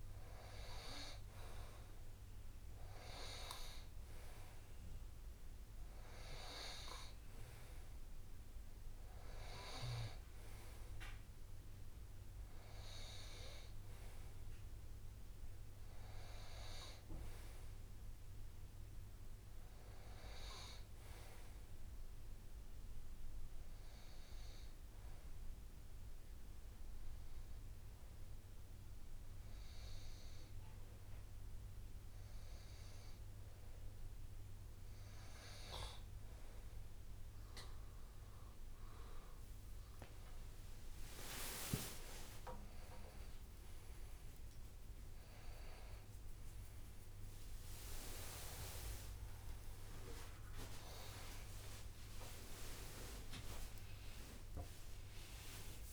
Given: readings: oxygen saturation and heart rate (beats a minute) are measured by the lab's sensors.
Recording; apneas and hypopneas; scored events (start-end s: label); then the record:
breathing in sleep by a room microphone; 1
24.50-36.00 s: hypopnea (oxygen 98% before, 96% lowest, heart rate 73 before, 67 extreme, up 35 after)
38.50-44.50 s: arousal
40.00-47.00 s: tachycardia (device-marked, heart rate 71 before, 121 extreme)
41.50-43.50 s: long interval between heartbeats (device-marked, heart rate 69 before, 78 extreme)
44.00-46.00 s: long interval between heartbeats (device-marked, heart rate 72 before, 111 extreme)
50.00-55.93 s: tachycardia (device-marked, heart rate 71 before, 163 extreme)
53.50-55.50 s: long interval between heartbeats (device-marked, heart rate 89 before, 102 extreme)
From the record:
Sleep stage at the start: N2 (light sleep); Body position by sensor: on the right side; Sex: male